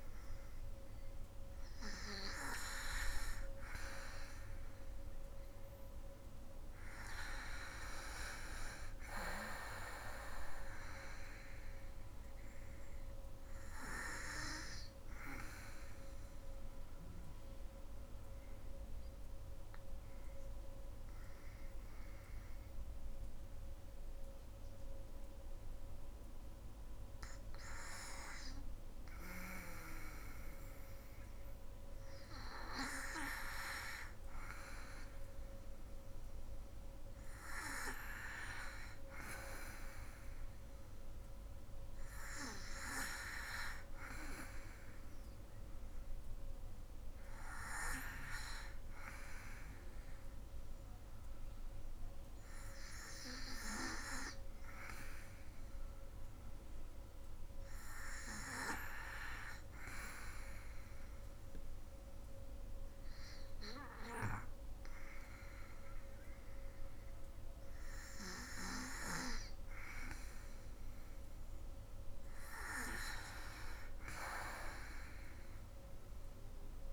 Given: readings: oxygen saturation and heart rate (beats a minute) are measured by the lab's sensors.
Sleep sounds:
breathing in sleep by a room microphone; 2
1.50-7.50 s: oxygen desaturation (device-marked, oxygen 96% before, 92% lowest, heart rate 67 before, 60 extreme)
13.50-26.50 s: oxygen desaturation (device-marked, oxygen 94% before, 91% lowest, heart rate 67 before, 60 extreme)
15.00-28.50 s: obstructive apnea (oxygen 96% before, 90% lowest, heart rate 67 before, 60 extreme, up 6 after)
30.50-34.00 s: arousal
39.50-55.50 s: oxygen desaturation (device-marked, oxygen 98% before, 92% lowest, heart rate 63 before, 65 extreme)
59.50-70.50 s: obstructive apnea (oxygen 98% before, 89% lowest, heart rate 68 before, 60 extreme, up 5 after)
73.00-76.93 s: arousal
From the record:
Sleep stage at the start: N2 (light sleep); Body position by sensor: on the back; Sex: female

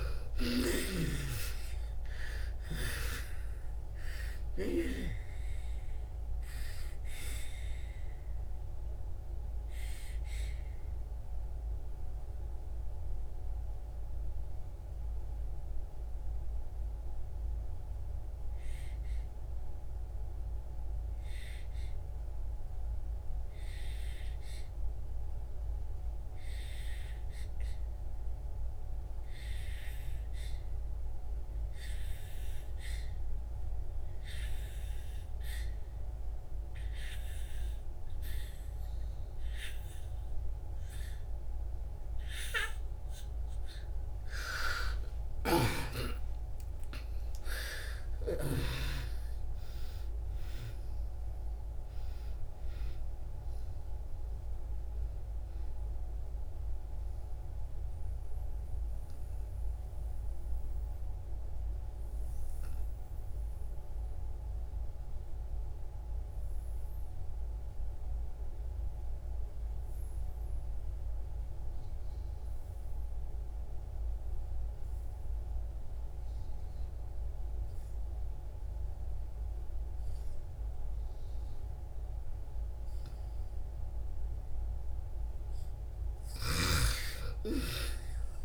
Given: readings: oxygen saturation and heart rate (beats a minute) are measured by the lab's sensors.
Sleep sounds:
breathing in sleep by a room microphone; 2
0.00-3.50 s: arousal
0.00-26.00 s: oxygen desaturation (device-marked, oxygen 78% lowest)
8.50-44.00 s: mixed apnea (oxygen 98% before, 77% lowest)
31.00-72.00 s: oxygen desaturation (device-marked, oxygen 98% before, 79% lowest)
44.50-49.00 s: arousal
56.50-84.00 s: obstructive apnea (oxygen 98% before, 75% lowest)
84.00-88.45 s: oxygen desaturation (device-marked, oxygen 98% before, 75% lowest)
86.00-88.45 s: snoring (device-marked)
From the record:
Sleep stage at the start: N2 (light sleep); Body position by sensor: on the back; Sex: female

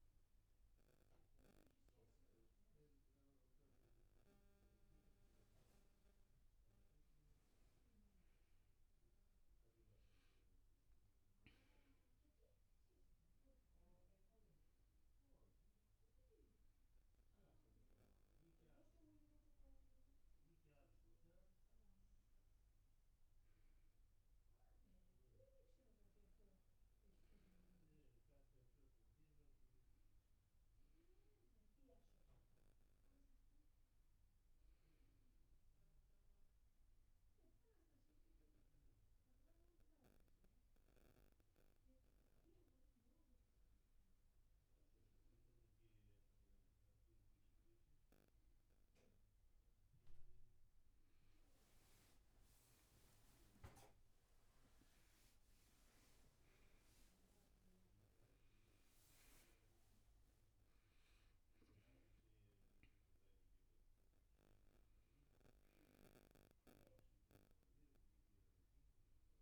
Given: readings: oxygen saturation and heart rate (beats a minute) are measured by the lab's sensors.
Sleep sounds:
a person partly awake in a sleep study, hard to hear, by a room microphone; none
22.50-69.42 s: new sleep stage, N1 (lightest sleep)
55.00-61.50 s: arousal
From the record:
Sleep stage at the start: awake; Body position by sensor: on the back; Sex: male

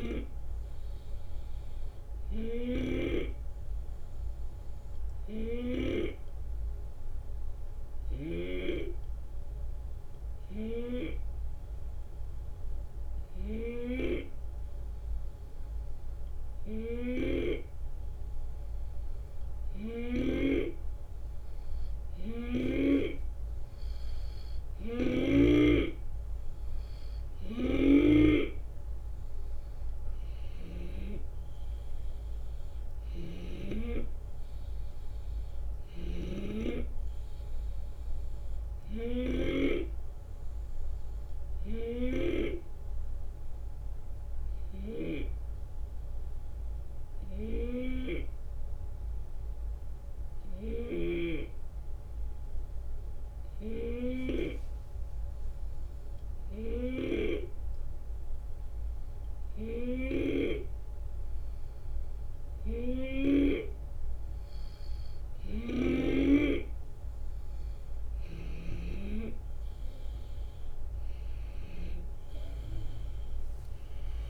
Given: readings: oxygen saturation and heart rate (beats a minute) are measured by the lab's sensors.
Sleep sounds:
breathing in sleep by a room microphone; 2
0.00-14.00 s: snoring (device-marked)
3.00-18.00 s: hypopnea (oxygen 92% before, 90% lowest, heart rate 76 before, 73 extreme, up 3 after)
21.50-25.00 s: arousal
27.50-33.50 s: snoring (device-marked)
35.50-63.50 s: snoring (device-marked)
41.00-62.00 s: hypopnea (oxygen 93% before, 89% lowest, heart rate 78 before, 71 extreme, up 5 after)
From the record:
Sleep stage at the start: N2 (light sleep); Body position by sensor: on the left side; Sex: male

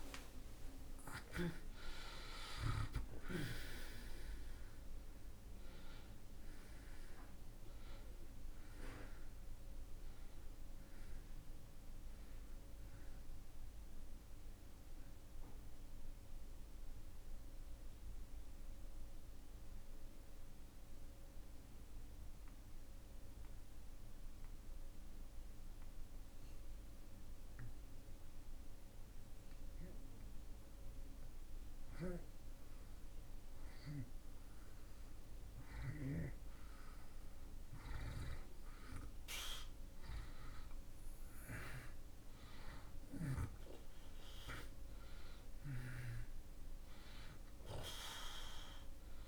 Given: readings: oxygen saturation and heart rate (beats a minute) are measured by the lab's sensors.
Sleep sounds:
breathing in sleep by a room microphone; 1
0.00-38.00 s: oxygen desaturation (device-marked, oxygen 64% lowest)
15.50-30.50 s: mixed apnea (oxygen 86% before, 64% lowest)
39.00-44.50 s: arousal
From the record:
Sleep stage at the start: N2 (light sleep); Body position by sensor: on the back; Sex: male

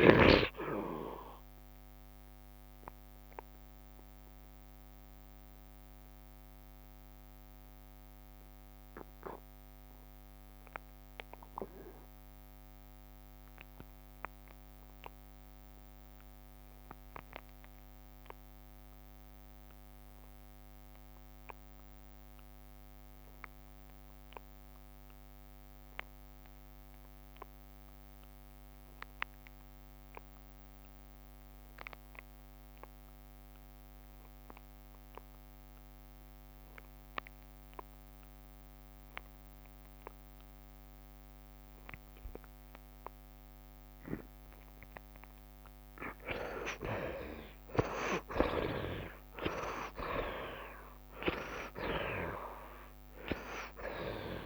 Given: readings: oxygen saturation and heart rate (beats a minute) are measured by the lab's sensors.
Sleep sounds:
breathing in sleep by a microphone on the trachea; 1
0.00-20.00 s: oxygen desaturation (device-marked, oxygen 46% lowest, heart rate 74 extreme)
2.50-46.00 s: mixed apnea (oxygen 87% before, 46% lowest, heart rate 83 before, 71 extreme, up 4 after)
22.00-54.45 s: oxygen desaturation (device-marked, oxygen 84% before, 52% lowest, heart rate 77 before, 71 extreme)
47.00-53.50 s: arousal
From the record:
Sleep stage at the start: N2 (light sleep); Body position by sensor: on the right side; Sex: male

